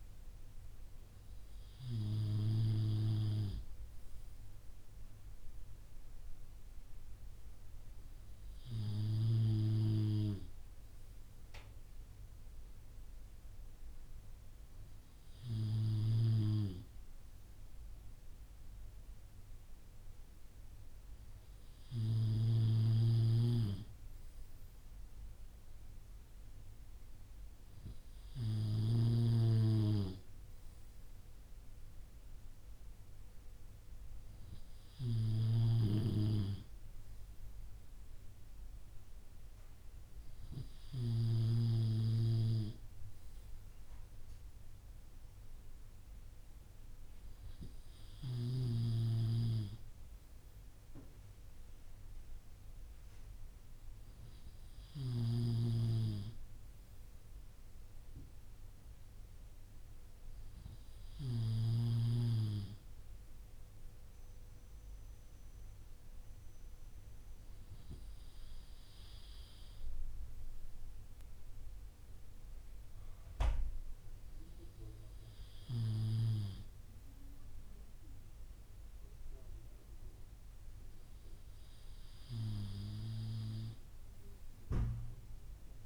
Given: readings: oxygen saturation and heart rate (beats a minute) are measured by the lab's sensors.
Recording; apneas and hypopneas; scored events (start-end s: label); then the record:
breathing in sleep by a room microphone; none
40.50-85.86 s: new sleep stage, N3 (deep sleep)
From the record:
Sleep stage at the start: N2 (light sleep); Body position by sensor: on the back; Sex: male